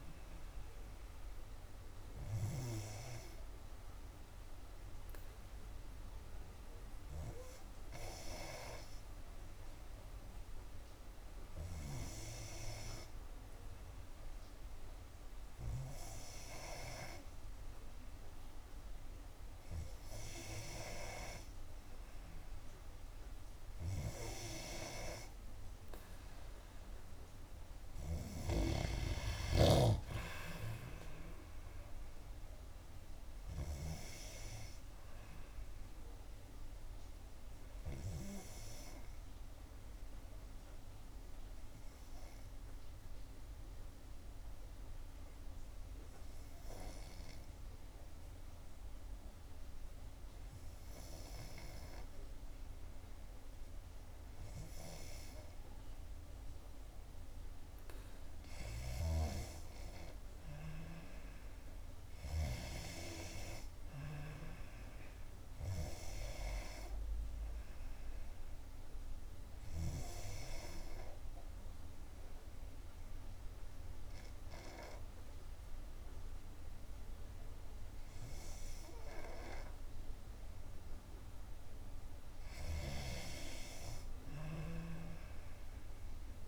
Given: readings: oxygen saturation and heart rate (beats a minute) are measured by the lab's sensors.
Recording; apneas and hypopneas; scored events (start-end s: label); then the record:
breathing in sleep by a room microphone; 3
0.00-9.50 s: oxygen desaturation (device-marked, oxygen 90% lowest, heart rate 59 extreme)
2.50-16.00 s: obstructive apnea (oxygen 94% before, 89% lowest, heart rate 63 before, 59 extreme, up 3 after)
20.00-24.00 s: arousal
29.00-31.00 s: long interval between heartbeats (device-marked, heart rate 63 before, 70 extreme)
37.00-58.00 s: obstructive apnea (oxygen 92% before, 88% lowest, heart rate 65 before, 60 extreme, up 6 after)
60.00-63.50 s: arousal
62.50-86.48 s: oxygen desaturation (device-marked, oxygen 95% before, 89% lowest, heart rate 63 before, 59 extreme)
69.50-82.00 s: obstructive apnea (oxygen 95% before, 88% lowest, heart rate 65 before, 59 extreme, up 4 after)
85.00-86.48 s: arousal
From the record:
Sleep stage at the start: N2 (light sleep); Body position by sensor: on the back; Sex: female